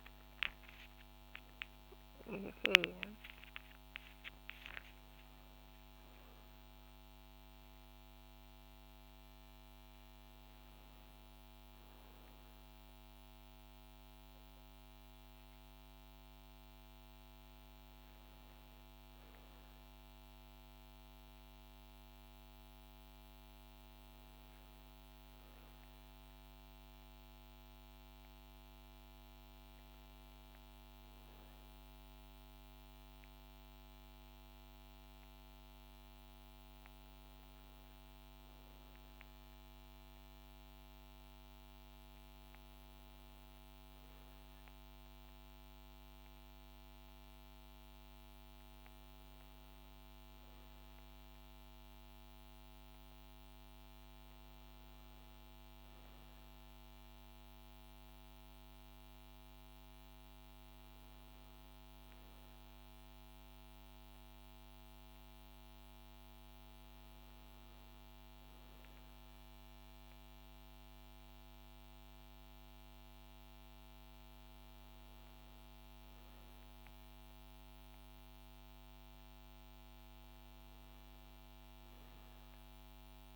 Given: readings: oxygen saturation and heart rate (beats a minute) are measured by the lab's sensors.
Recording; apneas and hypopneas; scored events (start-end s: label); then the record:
a person partly awake in a sleep study, hard to hear, by a microphone on the trachea; none
35.50-83.36 s: new sleep stage, N1 (lightest sleep)
From the record:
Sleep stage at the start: awake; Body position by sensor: on the back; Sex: female